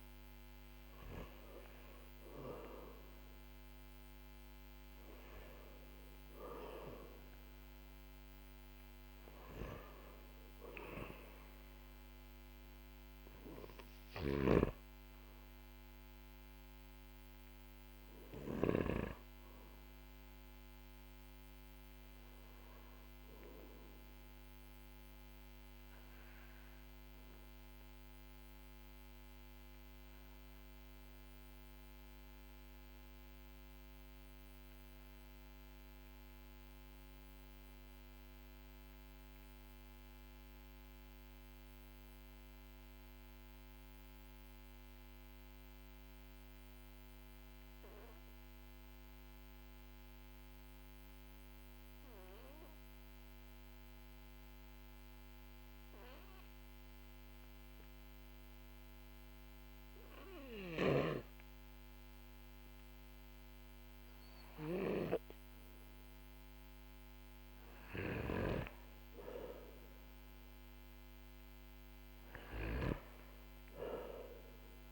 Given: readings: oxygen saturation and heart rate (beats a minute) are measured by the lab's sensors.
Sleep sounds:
breathing in sleep by a microphone on the trachea; 1
0.00-1.50 s: arousal
13.00-45.00 s: oxygen desaturation (device-marked, oxygen 96% before, 90% lowest, heart rate 52 before, 45 extreme)
13.50-18.00 s: snoring (device-marked)
21.50-64.50 s: obstructive apnea (oxygen 97% before, 90% lowest, heart rate 50 before, 45 extreme, up 7 after)
66.00-70.00 s: arousal
67.50-72.50 s: snoring (device-marked)
From the record:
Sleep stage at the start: N2 (light sleep); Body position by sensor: on the back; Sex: male

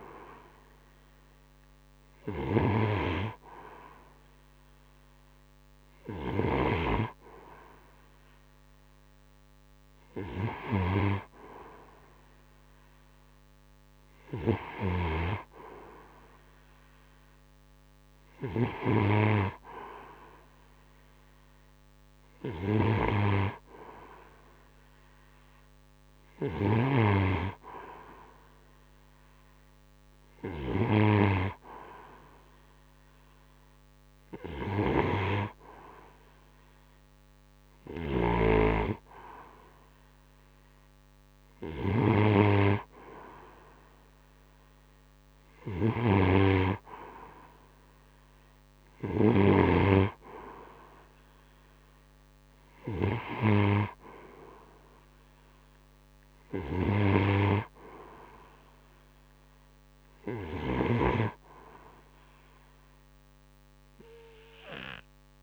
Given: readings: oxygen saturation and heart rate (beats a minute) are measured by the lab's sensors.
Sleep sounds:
breathing in sleep by a microphone on the trachea; none
0.00-6.00 s: snoring (device-marked)
25.50-30.00 s: snoring (device-marked)
37.00-48.50 s: snoring (device-marked)
From the record:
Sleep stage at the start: N2 (light sleep); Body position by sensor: on the right side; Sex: male

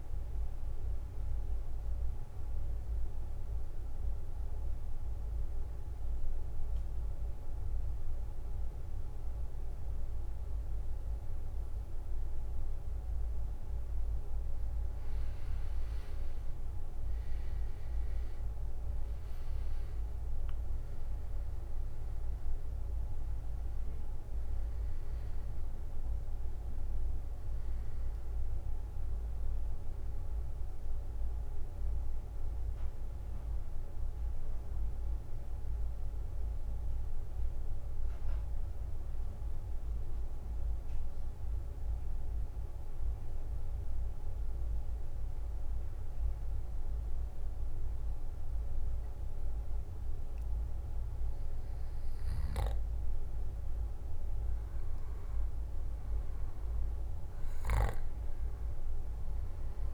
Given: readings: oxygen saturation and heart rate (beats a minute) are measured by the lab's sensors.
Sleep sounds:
breathing in sleep, hard to hear, by a room microphone; 2
0.50-12.50 s: obstructive apnea (oxygen 96% before, 89% lowest, heart rate 68 before, 54 extreme, up 11 after)
16.50-20.50 s: arousal
18.00-39.00 s: oxygen desaturation (device-marked, oxygen 96% before, 89% lowest, heart rate 61 before, 54 extreme)
42.50-53.00 s: obstructive apnea (oxygen 97% before, 91% lowest, heart rate 60 before, 59 extreme, up 10 after)
52.50-54.50 s: long interval between heartbeats (device-marked, heart rate 58 before, 65 extreme)
55.00-58.50 s: arousal
56.00-59.94 s: oxygen desaturation (device-marked, oxygen 97% before, 91% lowest, heart rate 60 before, 59 extreme)
From the record:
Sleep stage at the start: N2 (light sleep); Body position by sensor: on the back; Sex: male

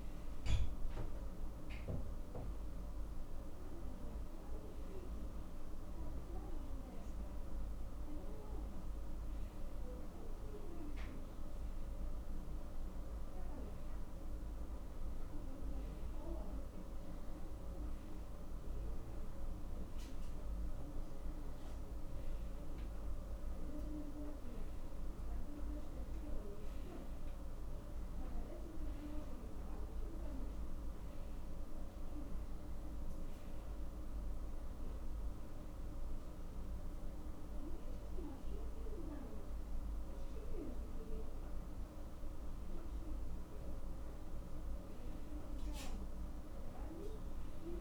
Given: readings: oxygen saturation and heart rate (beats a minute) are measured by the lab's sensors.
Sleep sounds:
a person awake in a sleep study, hard to hear, by a room microphone; none
none scored
From the record:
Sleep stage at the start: awake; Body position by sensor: on the back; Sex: male

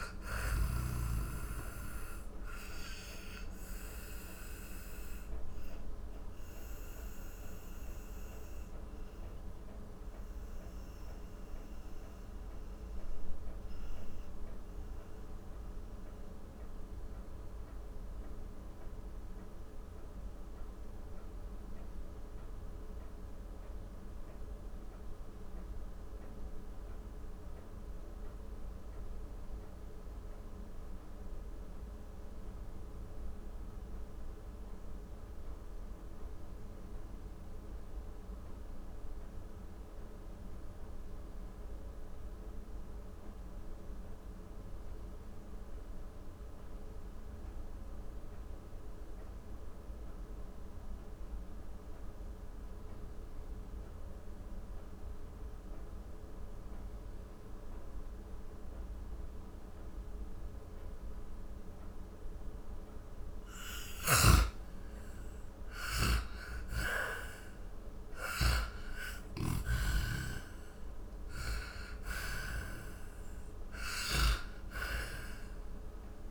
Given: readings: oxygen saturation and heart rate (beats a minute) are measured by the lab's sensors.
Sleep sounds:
breathing in sleep by a room microphone; 1
0.00-1.00 s: snoring (device-marked)
0.00-22.00 s: oxygen desaturation (device-marked, oxygen 82% lowest, heart rate 40 extreme)
1.50-61.50 s: mixed apnea (oxygen 96% before, 82% lowest, heart rate 61 before, 40 extreme, up 23 after)
56.00-76.31 s: oxygen desaturation (device-marked, oxygen 98% before, 82% lowest, heart rate 48 before, 42 extreme)
63.50-69.50 s: snoring (device-marked)
64.00-69.00 s: arousal
From the record:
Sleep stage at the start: N2 (light sleep); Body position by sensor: on the back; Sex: male

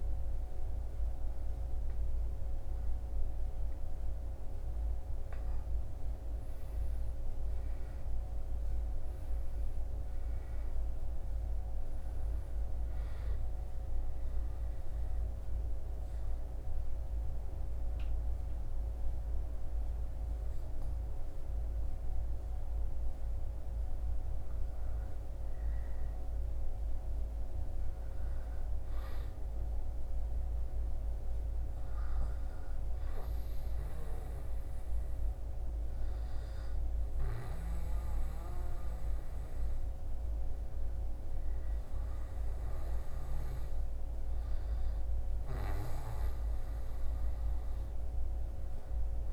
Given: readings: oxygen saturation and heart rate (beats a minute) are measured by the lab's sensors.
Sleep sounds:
breathing in sleep, hard to hear, by a room microphone; 1
13.00-24.00 s: obstructive apnea (oxygen 100% before, 98% lowest, heart rate 81 before, 62 extreme, up 8 after)
26.50-31.50 s: arousal
From the record:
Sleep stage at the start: N1 (lightest sleep); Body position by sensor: on the back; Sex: male

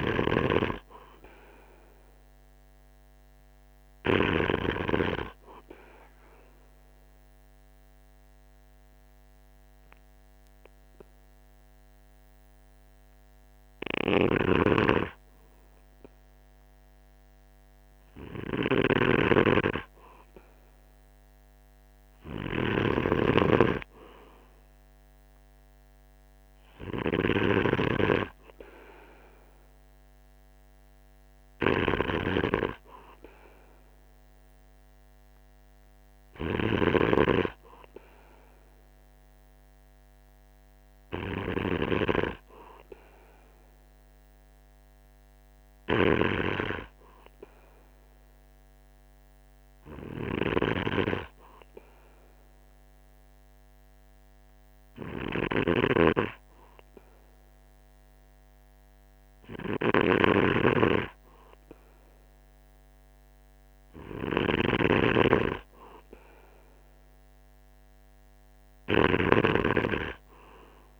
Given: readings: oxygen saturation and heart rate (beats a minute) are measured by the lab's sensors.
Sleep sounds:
breathing in sleep by a microphone on the trachea; 1
6.50-19.50 s: hypopnea (oxygen 95% before, 93% lowest, heart rate 48 before, 47 extreme, up 1 after)
14.00-28.00 s: snoring (device-marked)
21.00-25.00 s: arousal
36.50-42.00 s: snoring (device-marked)
65.00-71.00 s: snoring (device-marked)
From the record:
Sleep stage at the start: N2 (light sleep); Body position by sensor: on the right side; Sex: male

